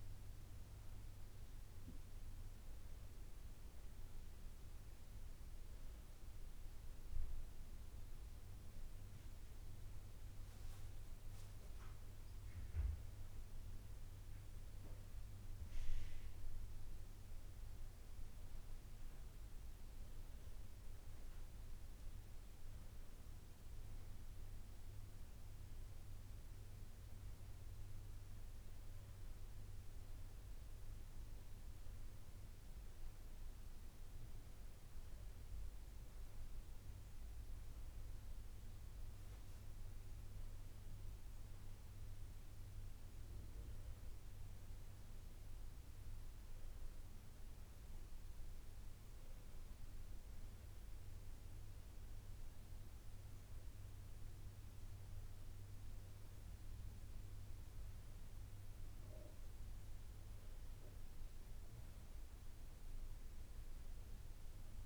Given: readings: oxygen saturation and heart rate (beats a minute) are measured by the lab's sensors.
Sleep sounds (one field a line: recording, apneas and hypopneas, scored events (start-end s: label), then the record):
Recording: a person partly awake in a sleep study, hard to hear, by a room microphone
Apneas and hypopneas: none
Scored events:
29.00-64.86 s: new sleep stage, N1 (lightest sleep)
From the record:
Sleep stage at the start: awake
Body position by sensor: on the back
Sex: male